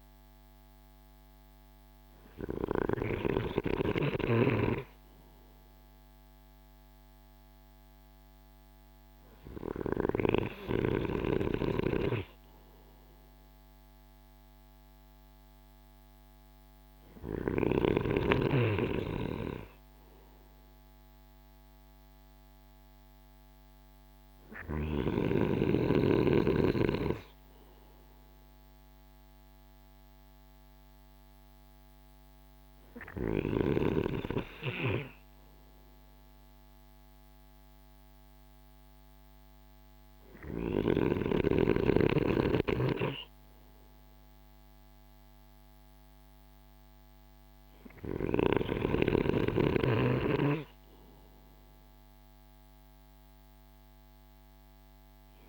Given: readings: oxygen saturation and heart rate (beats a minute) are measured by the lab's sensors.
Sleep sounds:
breathing in sleep by a microphone on the trachea; none
none scored
From the record:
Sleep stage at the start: N2 (light sleep); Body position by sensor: on the right side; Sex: male

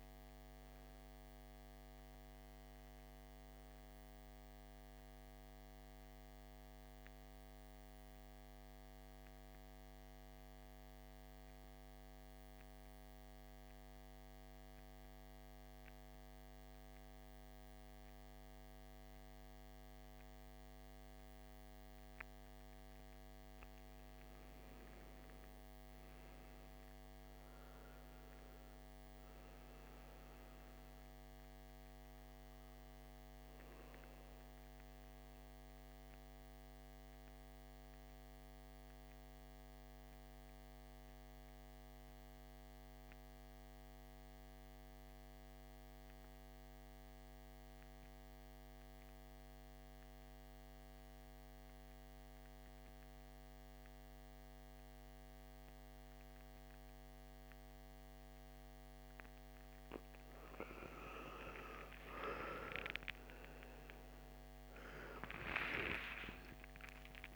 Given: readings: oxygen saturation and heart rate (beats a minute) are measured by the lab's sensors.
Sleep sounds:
breathing in sleep by a microphone on the trachea; 2
0.00-5.50 s: oxygen desaturation (device-marked, oxygen 85% lowest, heart rate 54 extreme)
6.50-22.50 s: central apnea (oxygen 98% before, 83% lowest, heart rate 67 before, 54 extreme, up 7 after)
24.50-28.50 s: arousal
24.50-47.50 s: oxygen desaturation (device-marked, oxygen 98% before, 90% lowest, heart rate 56 before, 59 extreme)
34.50-59.50 s: mixed apnea (oxygen 99% before, 83% lowest, heart rate 58 before, 58 extreme, up 12 after)
55.50-67.36 s: oxygen desaturation (device-marked, oxygen 98% before, 83% lowest, heart rate 60 before, 54 extreme)
61.50-67.36 s: arousal
61.50-67.36 s: new sleep stage, N1 (lightest sleep)
From the record:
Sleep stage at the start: N2 (light sleep); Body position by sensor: on the back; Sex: male

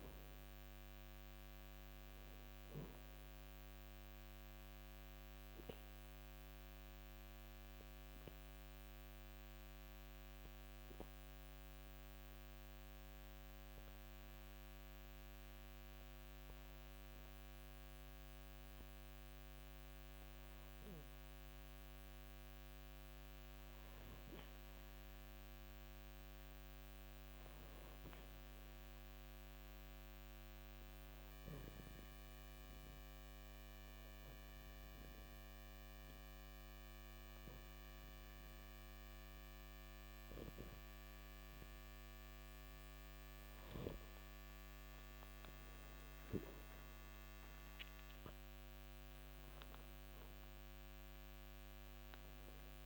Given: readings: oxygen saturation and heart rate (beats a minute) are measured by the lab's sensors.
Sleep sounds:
breathing in sleep, hard to hear, by a microphone on the trachea; 2
5.50-18.50 s: obstructive apnea (oxygen 94% before, 91% lowest, heart rate 56 before, 55 extreme, up 10 after)
20.50-24.00 s: arousal
26.50-48.50 s: oxygen desaturation (device-marked, oxygen 96% before, 92% lowest, heart rate 57 before, 55 extreme)
31.00-43.00 s: obstructive apnea (oxygen 96% before, 91% lowest, heart rate 58 before, 55 extreme, up 27 after)
45.00-50.00 s: arousal
From the record:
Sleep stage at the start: N2 (light sleep); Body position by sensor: on the back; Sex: male

